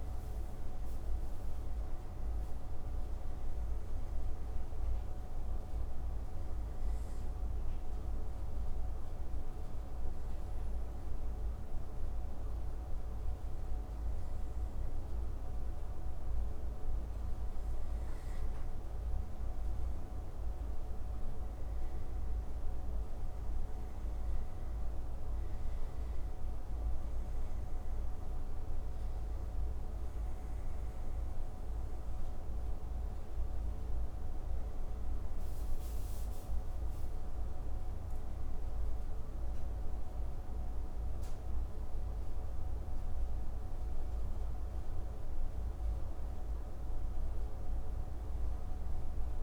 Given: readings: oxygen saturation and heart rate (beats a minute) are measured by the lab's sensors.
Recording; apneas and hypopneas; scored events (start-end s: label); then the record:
breathing in sleep, hard to hear, by a room microphone; 1
4.00-17.00 s: hypopnea (oxygen 95% before, 91% lowest)
5.50-20.50 s: oxygen desaturation (device-marked, oxygen 95% before, 91% lowest)
20.00-24.50 s: arousal
27.50-41.50 s: oxygen desaturation (device-marked, oxygen 95% before, 92% lowest)
47.00-49.42 s: arousal
From the record:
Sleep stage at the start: N2 (light sleep); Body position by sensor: on the right side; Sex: male